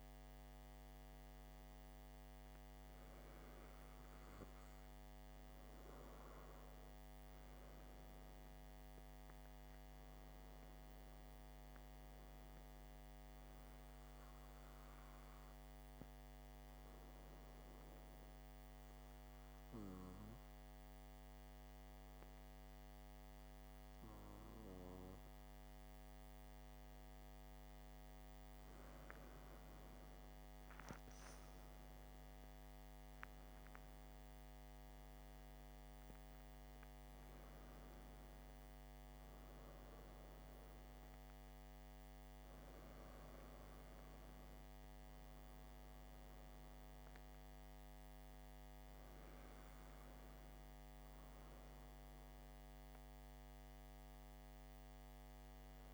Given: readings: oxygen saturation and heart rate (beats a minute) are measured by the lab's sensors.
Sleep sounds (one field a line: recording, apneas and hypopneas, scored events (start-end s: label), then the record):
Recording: breathing in sleep, hard to hear, by a microphone on the trachea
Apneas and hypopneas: none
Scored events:
none scored
From the record:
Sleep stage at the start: N2 (light sleep)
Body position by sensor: on the back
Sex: male